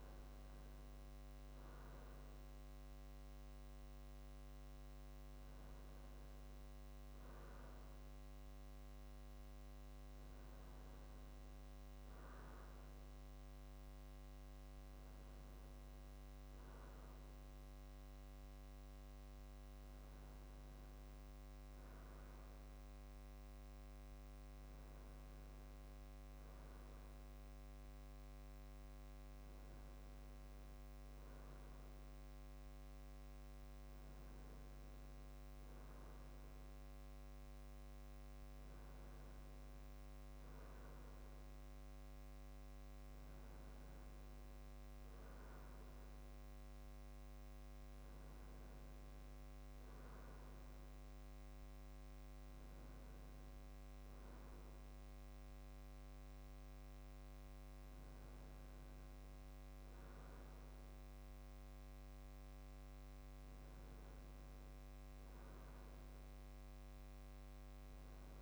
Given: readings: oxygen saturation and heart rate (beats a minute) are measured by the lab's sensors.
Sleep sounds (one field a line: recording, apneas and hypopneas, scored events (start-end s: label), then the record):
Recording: a person partly awake in a sleep study, hard to hear, by a microphone on the trachea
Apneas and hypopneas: none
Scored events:
25.00-68.42 s: new sleep stage, N2 (light sleep)
26.50-31.50 s: arousal
From the record:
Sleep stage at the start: awake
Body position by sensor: on the right side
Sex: male